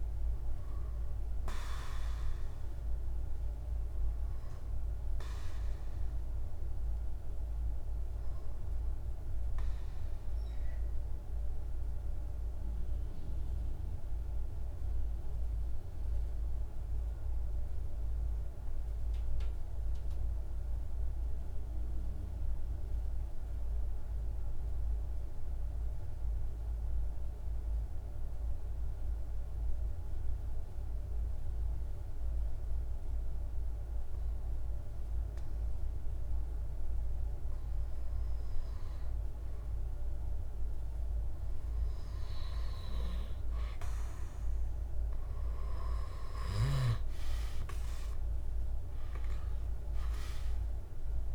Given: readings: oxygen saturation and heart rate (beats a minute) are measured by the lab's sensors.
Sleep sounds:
breathing in sleep, hard to hear, by a room microphone; 1
0.00-13.00 s: oxygen desaturation (device-marked, oxygen 90% lowest, heart rate 46 extreme)
8.50-43.00 s: mixed apnea (oxygen 97% before, 88% lowest, heart rate 52 before, 45 extreme, up 6 after)
32.00-51.35 s: oxygen desaturation (device-marked, oxygen 99% before, 88% lowest, heart rate 48 before, 45 extreme)
46.50-50.00 s: arousal
From the record:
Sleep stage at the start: N2 (light sleep); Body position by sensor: on the back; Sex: male

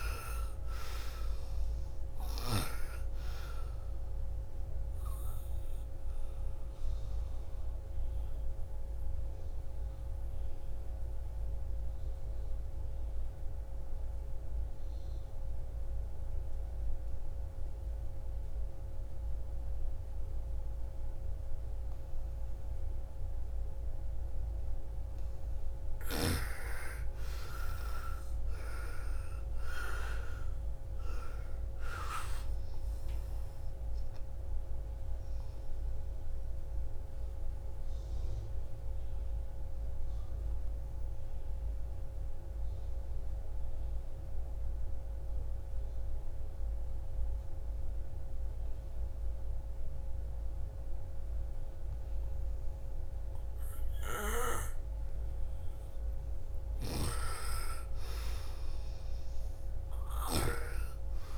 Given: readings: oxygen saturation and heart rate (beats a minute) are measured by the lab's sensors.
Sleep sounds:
breathing in sleep by a room microphone; 2
0.00-19.00 s: oxygen desaturation (device-marked, oxygen 85% lowest, heart rate 47 extreme)
6.00-24.00 s: obstructive apnea (oxygen 98% before, 85% lowest, heart rate 61 before, 47 extreme, up 21 after)
25.00-29.00 s: arousal
28.00-47.00 s: oxygen desaturation (device-marked, oxygen 98% before, 87% lowest, heart rate 55 before, 55 extreme)
36.00-55.50 s: obstructive apnea (oxygen 98% before, 87% lowest, heart rate 59 before, 55 extreme, up 14 after)
56.50-59.50 s: arousal
56.50-60.50 s: snoring (device-marked)
60.00-61.38 s: oxygen desaturation (device-marked, oxygen 98% before, 87% lowest, heart rate 57 before, 47 extreme)
From the record:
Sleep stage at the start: N2 (light sleep); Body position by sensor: on the right side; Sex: female

